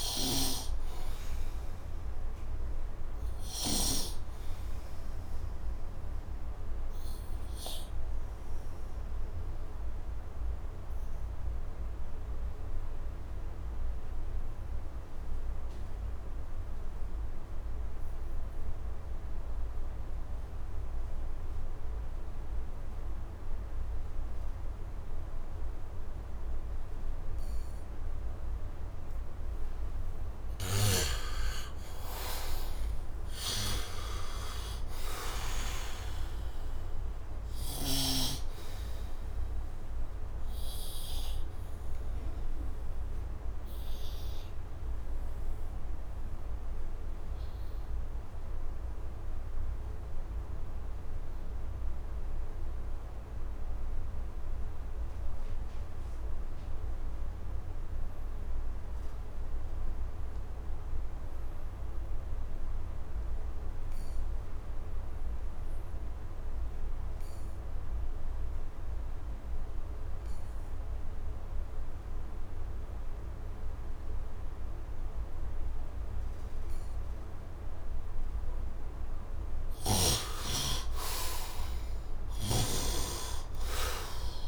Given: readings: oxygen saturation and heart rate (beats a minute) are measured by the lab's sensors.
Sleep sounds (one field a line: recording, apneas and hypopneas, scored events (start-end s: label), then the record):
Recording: breathing in sleep by a room microphone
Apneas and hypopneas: 2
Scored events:
0.00-17.00 s: oxygen desaturation (device-marked, oxygen 66% lowest, heart rate 70 extreme)
4.50-29.00 s: obstructive apnea (oxygen 99% before, 66% lowest, heart rate 80 before, 70 extreme, up 20 after)
23.00-61.00 s: oxygen desaturation (device-marked, oxygen 100% before, 72% lowest, heart rate 73 before, 72 extreme)
30.00-34.50 s: arousal
40.50-78.50 s: obstructive apnea (oxygen 100% before, 64% lowest, heart rate 82 before, 72 extreme, up 10 after)
63.00-84.47 s: oxygen desaturation (device-marked, oxygen 99% before, 64% lowest, heart rate 73 before, 73 extreme)
80.50-84.47 s: arousal
From the record:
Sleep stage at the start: N2 (light sleep)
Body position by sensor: on the right side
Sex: male